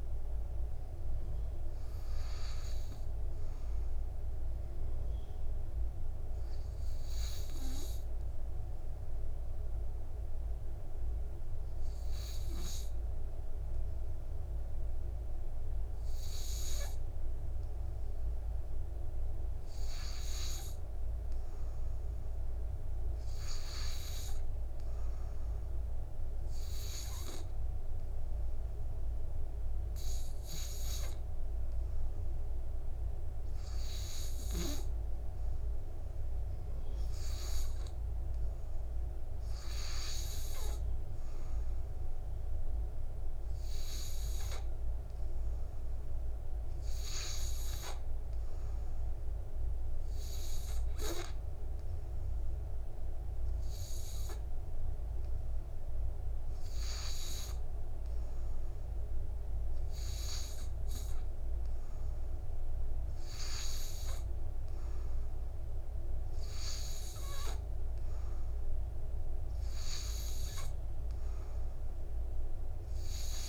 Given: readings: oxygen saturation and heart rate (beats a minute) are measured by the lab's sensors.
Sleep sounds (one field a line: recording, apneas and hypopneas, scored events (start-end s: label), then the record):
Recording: breathing in sleep by a room microphone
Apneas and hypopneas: 1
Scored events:
6.00-17.00 s: obstructive apnea (oxygen 99% before, 91% lowest, heart rate 61 before, 55 extreme, up 2 after)
18.50-21.50 s: arousal
31.00-53.00 s: oxygen desaturation (device-marked, oxygen 98% before, 91% lowest, heart rate 57 before, 54 extreme)
From the record:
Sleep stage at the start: N2 (light sleep)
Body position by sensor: on the back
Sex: male